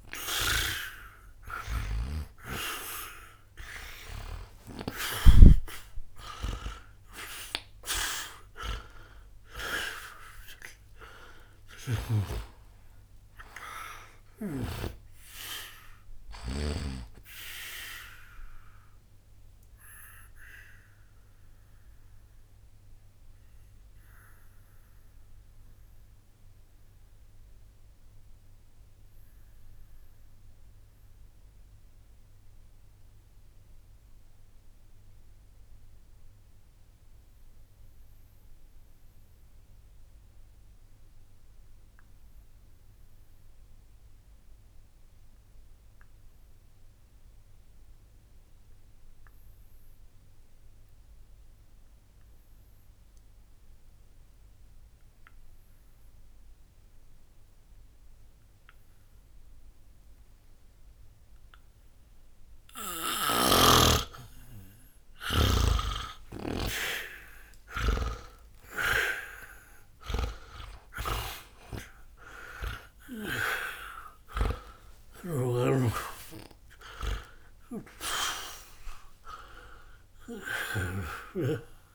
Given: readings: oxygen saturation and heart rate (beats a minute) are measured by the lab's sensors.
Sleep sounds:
breathing in sleep by a room microphone; 1
0.00-3.50 s: arousal
0.00-41.00 s: oxygen desaturation (device-marked, oxygen 77% lowest, heart rate 60 extreme)
19.50-62.00 s: obstructive apnea (oxygen 96% before, 76% lowest, heart rate 61 before, 60 extreme, up 10 after)
55.00-81.95 s: oxygen desaturation (device-marked, oxygen 99% before, 76% lowest, heart rate 60 before, 59 extreme)
63.00-66.50 s: snoring (device-marked)
63.50-67.50 s: arousal
From the record:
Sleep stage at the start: N2 (light sleep); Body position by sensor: on the back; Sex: male

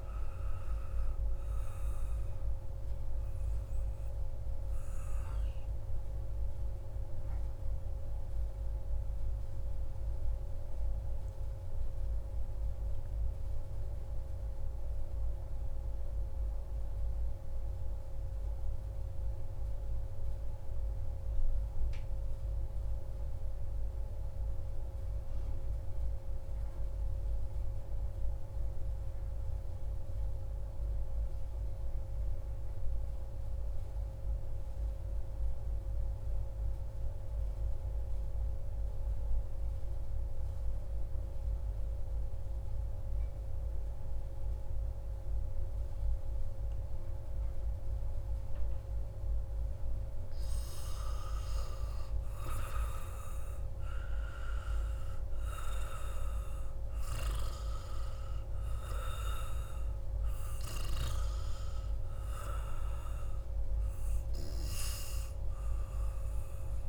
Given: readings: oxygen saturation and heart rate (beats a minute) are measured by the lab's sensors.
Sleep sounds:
breathing in sleep by a room microphone; 1
0.00-8.00 s: oxygen desaturation (device-marked, oxygen 89% lowest)
3.00-49.00 s: mixed apnea (oxygen 95% before, 90% lowest)
37.00-66.89 s: oxygen desaturation (device-marked, oxygen 97% before, 90% lowest)
50.50-55.00 s: arousal
From the record:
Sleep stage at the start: N2 (light sleep); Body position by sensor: on the back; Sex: male

